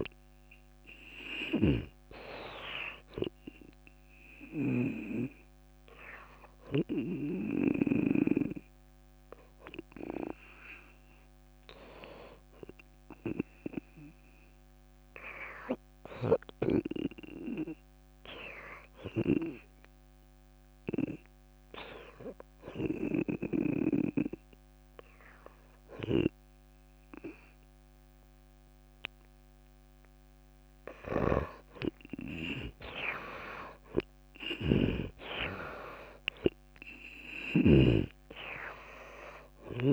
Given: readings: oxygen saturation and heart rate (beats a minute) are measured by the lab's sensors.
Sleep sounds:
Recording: breathing in sleep by a microphone on the trachea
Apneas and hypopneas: 1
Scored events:
0.00-10.00 s: oxygen desaturation (device-marked, oxygen 81% lowest)
5.00-8.50 s: snoring (device-marked)
5.50-30.00 s: hypopnea (oxygen 92% before, 81% lowest)
28.00-39.93 s: new sleep stage, N1 (lightest sleep)
32.00-35.50 s: arousal
32.00-39.93 s: oxygen desaturation (device-marked, oxygen 97% before, 90% lowest)
35.00-38.50 s: snoring (device-marked)
From the record:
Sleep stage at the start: N2 (light sleep)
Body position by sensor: on the back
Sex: female

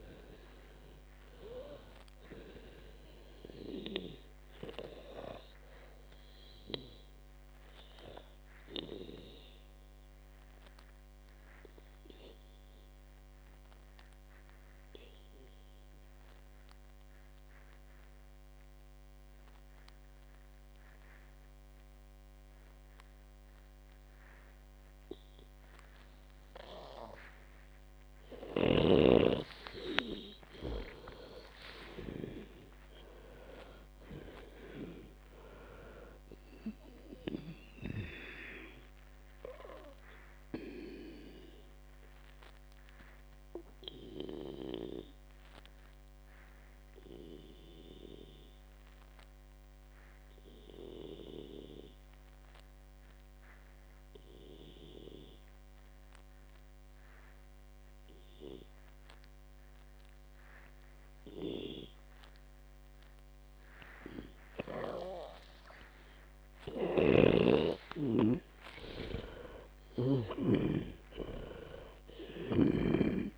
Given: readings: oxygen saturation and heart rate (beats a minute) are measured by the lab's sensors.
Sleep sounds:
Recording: breathing in sleep by a microphone on the trachea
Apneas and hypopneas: 2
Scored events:
0.00-17.00 s: oxygen desaturation (device-marked, oxygen 93% lowest, heart rate 56 extreme)
5.00-28.50 s: obstructive apnea (oxygen 98% before, 91% lowest, heart rate 85 before, 54 extreme)
30.50-34.50 s: arousal
35.00-54.00 s: oxygen desaturation (device-marked, oxygen 98% before, 92% lowest, heart rate 71 before, 54 extreme)
40.00-68.00 s: obstructive apnea (oxygen 98% before, 91% lowest, heart rate 79 before, 54 extreme, up 35 after)
67.50-71.00 s: snoring (device-marked)
69.00-73.38 s: oxygen desaturation (device-marked, oxygen 98% before, 91% lowest, heart rate 58 before, 58 extreme)
69.50-73.38 s: arousal
From the record:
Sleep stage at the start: N2 (light sleep)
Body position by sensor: on the back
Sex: female

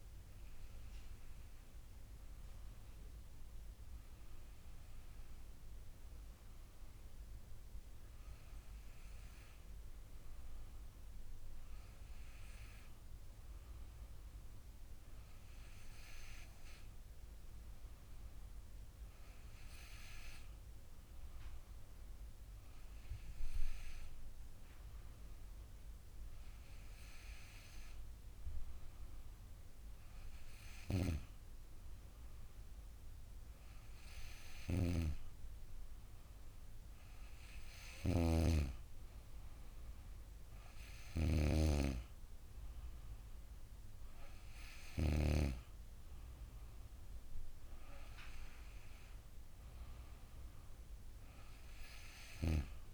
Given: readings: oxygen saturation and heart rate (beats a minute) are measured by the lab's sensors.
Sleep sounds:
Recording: breathing in sleep by a room microphone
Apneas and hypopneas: none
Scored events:
34.00-41.50 s: snoring (device-marked)
From the record:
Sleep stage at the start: N2 (light sleep)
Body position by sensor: on the back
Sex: female

